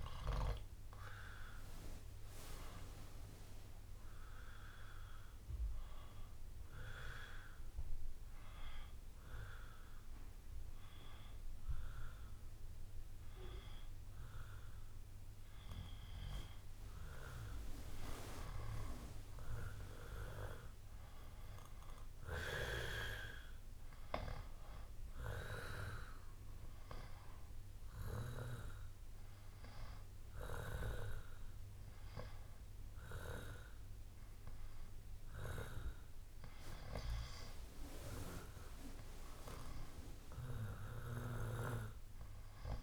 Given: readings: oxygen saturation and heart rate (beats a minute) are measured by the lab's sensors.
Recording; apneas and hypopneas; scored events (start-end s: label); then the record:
breathing in sleep by a room microphone; 2
5.50-17.00 s: hypopnea (oxygen 97% before, 93% lowest, heart rate 64 before, 60 extreme, up 12 after)
19.00-22.50 s: arousal
27.50-37.50 s: hypopnea (oxygen 96% before, 93% lowest, heart rate 66 before, 60 extreme, up 13 after)
36.50-38.50 s: long interval between heartbeats (device-marked, heart rate 65 before, 64 extreme)
38.50-42.83 s: drop in pulse transit time (device-marked, heart rate 65 before, 60 extreme)
40.00-42.83 s: arousal
From the record:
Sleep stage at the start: N2 (light sleep); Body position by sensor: on the back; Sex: male